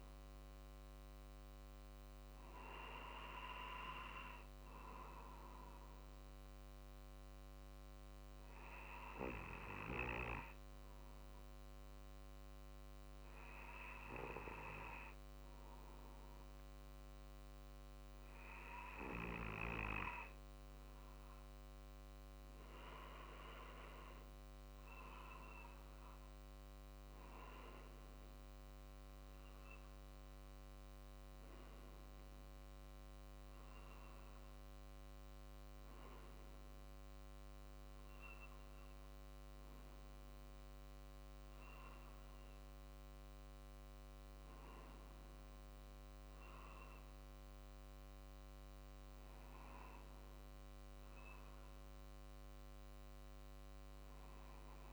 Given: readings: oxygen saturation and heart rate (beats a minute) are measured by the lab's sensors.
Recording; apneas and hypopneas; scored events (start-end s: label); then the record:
breathing in sleep by a microphone on the trachea; 1
5.00-20.00 s: obstructive apnea (oxygen 97% before, 93% lowest, heart rate 48 before, 47 extreme, up 3 after)
11.50-24.50 s: oxygen desaturation (device-marked, oxygen 97% before, 93% lowest, heart rate 47 before, 48 extreme)
23.50-27.50 s: arousal
25.50-36.50 s: drop in pulse transit time (device-marked, heart rate 48 before, 49 extreme)
From the record:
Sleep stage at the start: N2 (light sleep); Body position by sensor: on the back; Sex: male